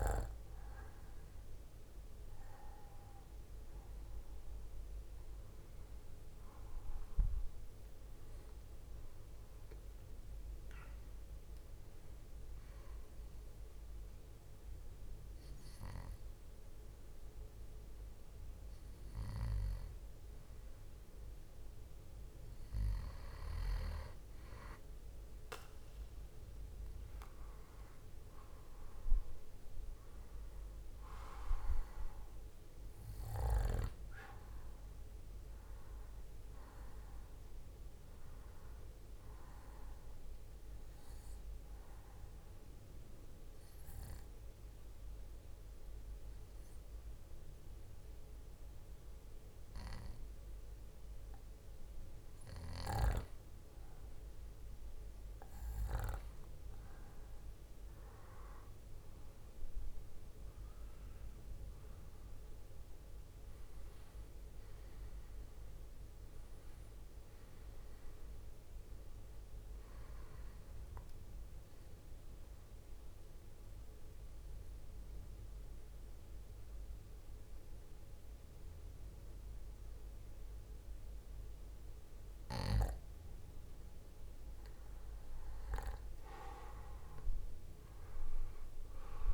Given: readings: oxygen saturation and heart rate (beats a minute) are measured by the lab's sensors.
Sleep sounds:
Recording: breathing in sleep by a room microphone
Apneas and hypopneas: 3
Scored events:
2.00-6.50 s: arousal
12.50-23.50 s: obstructive apnea (oxygen 96% before, 94% lowest, heart rate 71 before, 64 extreme, up 9 after)
26.50-30.50 s: arousal
42.00-53.00 s: obstructive apnea (oxygen 97% before, 94% lowest, heart rate 71 before, 63 extreme, up 10 after)
57.00-61.50 s: arousal
60.50-73.50 s: drop in pulse transit time (device-marked, heart rate 67 before, 72 extreme)
72.50-84.00 s: obstructive apnea (oxygen 97% before, 94% lowest, heart rate 73 before, 66 extreme, up 8 after)
85.50-89.00 s: arousal
From the record:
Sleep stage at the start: N2 (light sleep)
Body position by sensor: on the back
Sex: male

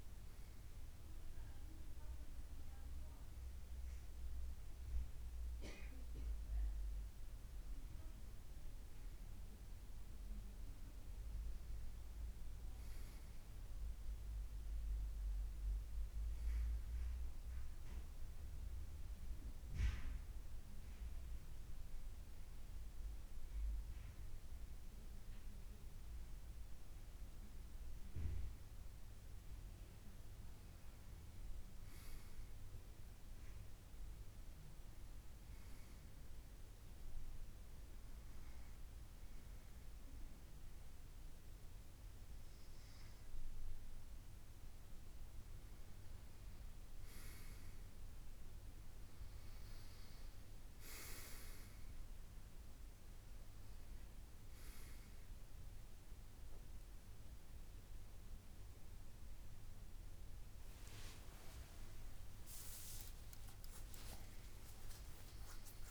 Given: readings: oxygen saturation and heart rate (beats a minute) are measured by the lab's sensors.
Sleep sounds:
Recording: a person partly awake in a sleep study, hard to hear, by a room microphone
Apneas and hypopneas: none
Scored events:
48.50-65.91 s: new sleep stage, awake
From the record:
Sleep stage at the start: N2 (light sleep)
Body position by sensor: on the back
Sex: male

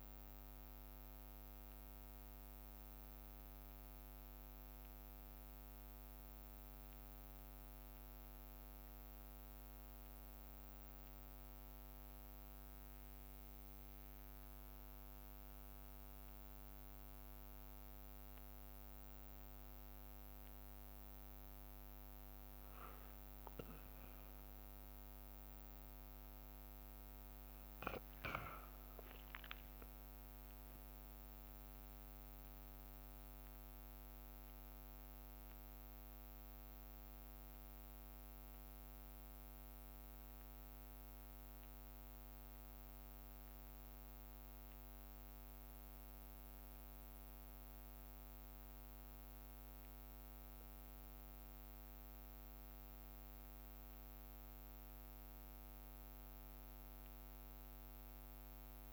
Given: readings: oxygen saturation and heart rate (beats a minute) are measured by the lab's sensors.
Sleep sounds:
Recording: a person awake in a sleep study, hard to hear, by a microphone on the trachea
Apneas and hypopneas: none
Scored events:
0.00-24.00 s: bradycardia (device-marked, heart rate 57 extreme)
34.00-58.93 s: bradycardia (device-marked, heart rate 57 before, 58 extreme)
From the record:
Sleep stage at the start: awake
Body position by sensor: on the back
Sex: male

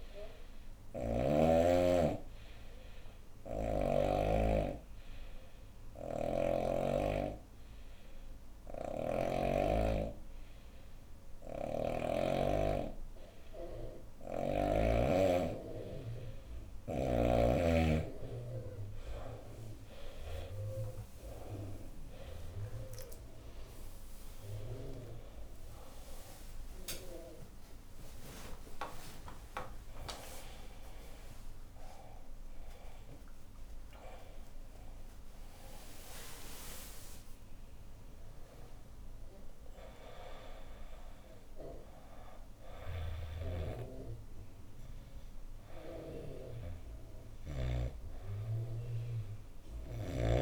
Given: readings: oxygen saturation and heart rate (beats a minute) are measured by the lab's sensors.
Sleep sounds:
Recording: a person awake in a sleep study, by a room microphone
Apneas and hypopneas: 1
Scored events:
4.00-15.00 s: obstructive apnea (oxygen 99% before, 92% lowest, heart rate 66 before, 66 extreme, up 21 after)
5.50-9.00 s: snoring (device-marked)
6.00-36.00 s: oxygen desaturation (device-marked, oxygen 98% before, 92% lowest, heart rate 67 before, 66 extreme)
17.00-47.00 s: new sleep stage, awake
42.50-47.50 s: snoring (device-marked)
47.00-50.42 s: new sleep stage, N2 (light sleep)
From the record:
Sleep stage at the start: N2 (light sleep)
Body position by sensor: on the right side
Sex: female

